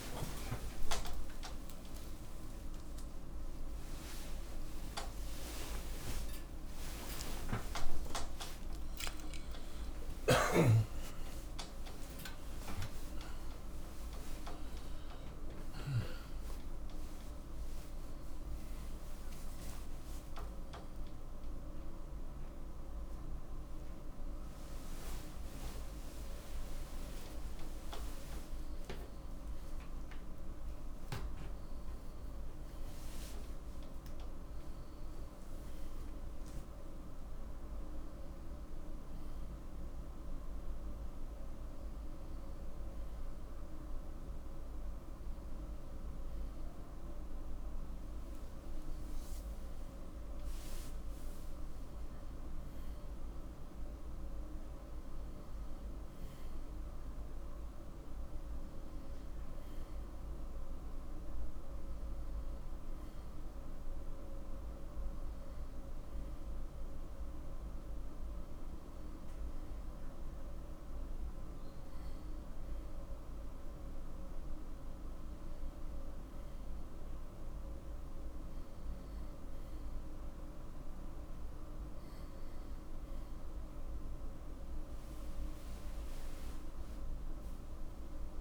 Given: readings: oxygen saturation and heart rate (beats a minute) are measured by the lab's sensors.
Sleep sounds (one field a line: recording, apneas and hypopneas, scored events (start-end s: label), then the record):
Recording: a person partly awake in a sleep study, hard to hear, by a room microphone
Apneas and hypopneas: none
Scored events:
16.00-76.00 s: new sleep stage, N1 (lightest sleep)
44.00-73.00 s: oxygen desaturation (device-marked, oxygen 96% before, 90% lowest, heart rate 102 before, 83 extreme)
76.00-88.41 s: new sleep stage, N2 (light sleep)
From the record:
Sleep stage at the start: awake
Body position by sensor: on the left side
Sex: male